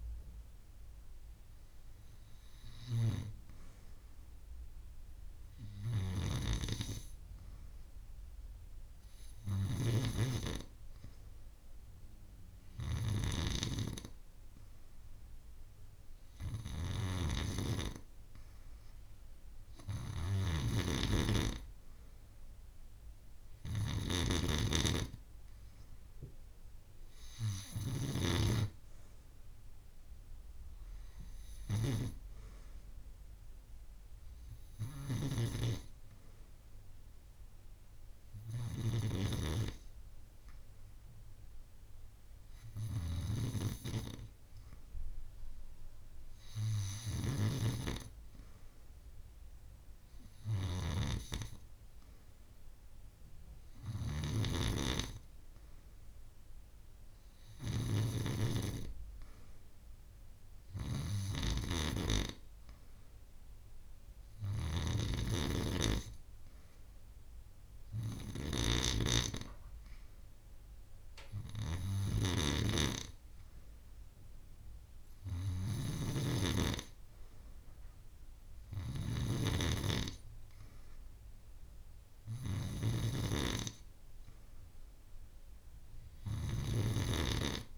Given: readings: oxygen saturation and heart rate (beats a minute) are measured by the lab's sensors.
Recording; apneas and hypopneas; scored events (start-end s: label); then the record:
breathing in sleep by a room microphone; none
none scored
From the record:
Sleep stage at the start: N2 (light sleep); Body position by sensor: on the back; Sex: female